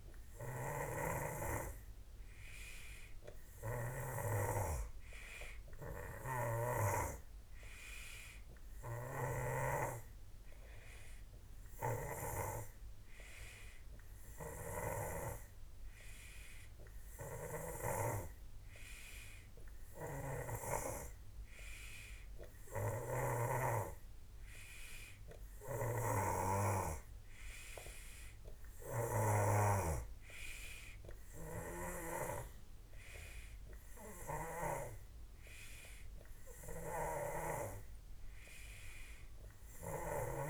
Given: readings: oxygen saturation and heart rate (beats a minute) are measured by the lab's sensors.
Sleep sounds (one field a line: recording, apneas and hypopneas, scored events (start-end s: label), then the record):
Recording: breathing in sleep by a room microphone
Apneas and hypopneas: none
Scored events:
0.50-4.00 s: snoring (device-marked)
6.00-18.00 s: snoring (device-marked)
20.00-23.50 s: snoring (device-marked)
25.50-40.50 s: snoring (device-marked)
From the record:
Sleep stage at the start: N2 (light sleep)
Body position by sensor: on the back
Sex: male